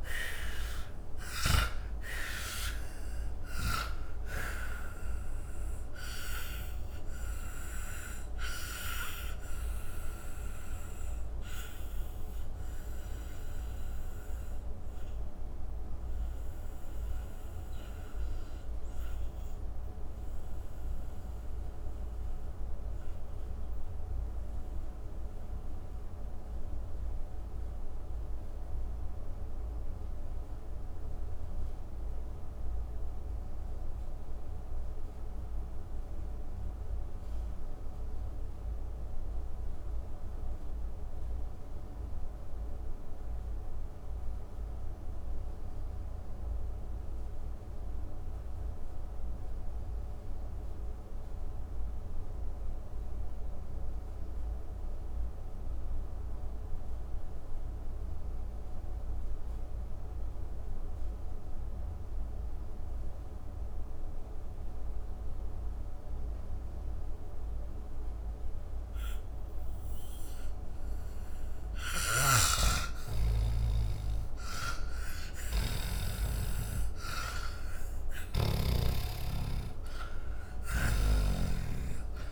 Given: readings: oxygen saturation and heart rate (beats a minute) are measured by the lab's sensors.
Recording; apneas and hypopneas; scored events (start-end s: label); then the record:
breathing in sleep by a room microphone; 1
0.00-2.00 s: arousal
6.00-40.00 s: oxygen desaturation (device-marked, oxygen 96% before, 79% lowest)
7.00-71.00 s: mixed apnea (oxygen 98% before, 79% lowest)
69.00-82.32 s: oxygen desaturation (device-marked, oxygen 98% before, 80% lowest)
71.50-78.00 s: snoring (device-marked)
72.00-79.00 s: arousal
80.00-82.32 s: snoring (device-marked)
From the record:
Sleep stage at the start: N2 (light sleep); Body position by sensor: on the back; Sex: male